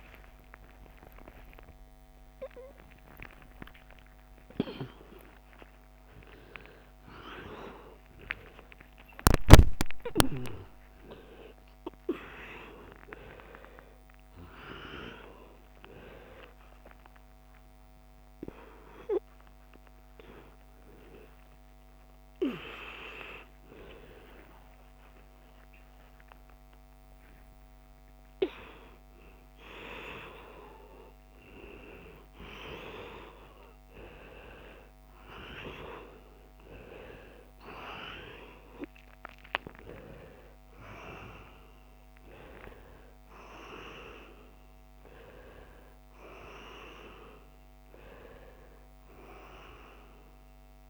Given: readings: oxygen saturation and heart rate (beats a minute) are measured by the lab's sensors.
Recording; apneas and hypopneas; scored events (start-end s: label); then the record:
a person awake in a sleep study, by a microphone on the trachea; none
0.00-1.00 s: long interval between heartbeats (device-marked, heart rate 128 extreme)
2.00-4.00 s: long interval between heartbeats (device-marked, heart rate 97 before, 124 extreme)
5.50-7.50 s: long interval between heartbeats (device-marked, heart rate 103 before, 118 extreme)
7.50-9.50 s: long interval between heartbeats (device-marked, heart rate 107 before, 109 extreme)
12.00-14.00 s: long interval between heartbeats (device-marked, heart rate 118 before, 137 extreme)
14.50-16.50 s: long interval between heartbeats (device-marked, heart rate 123 before, 116 extreme)
16.50-18.50 s: long interval between heartbeats (device-marked, heart rate 124 before, 114 extreme)
26.00-28.00 s: long interval between heartbeats (device-marked, heart rate 118 before, 119 extreme)
30.50-32.50 s: long interval between heartbeats (device-marked, heart rate 122 before, 132 extreme)
33.00-39.00 s: bradycardia (device-marked)
37.00-39.00 s: long interval between heartbeats (device-marked, heart rate 117 before, 27 extreme)
41.50-43.50 s: long interval between heartbeats (device-marked, heart rate 102 before, 50 extreme)
48.00-50.90 s: bradycardia (device-marked, heart rate 80 before, 85 extreme)
From the record:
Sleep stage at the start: awake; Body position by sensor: upright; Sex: male